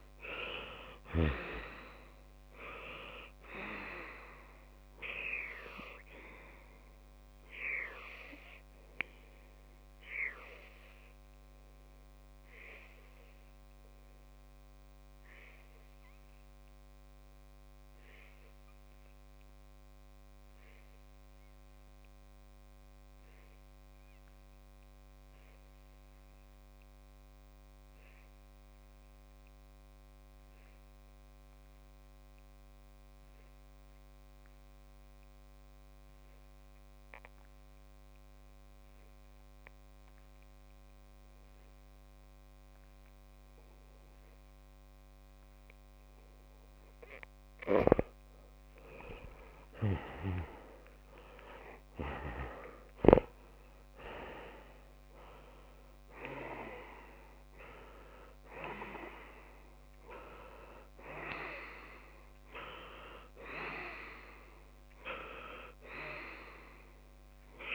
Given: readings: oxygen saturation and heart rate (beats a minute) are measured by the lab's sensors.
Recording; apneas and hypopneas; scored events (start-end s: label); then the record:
breathing in sleep by a microphone on the trachea; 1
9.00-47.00 s: obstructive apnea (oxygen 99% before, 94% lowest)
48.50-53.50 s: arousal
50.50-67.50 s: oxygen desaturation (device-marked, oxygen 98% before, 94% lowest)
From the record:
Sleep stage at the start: N2 (light sleep); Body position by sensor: on the left side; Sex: male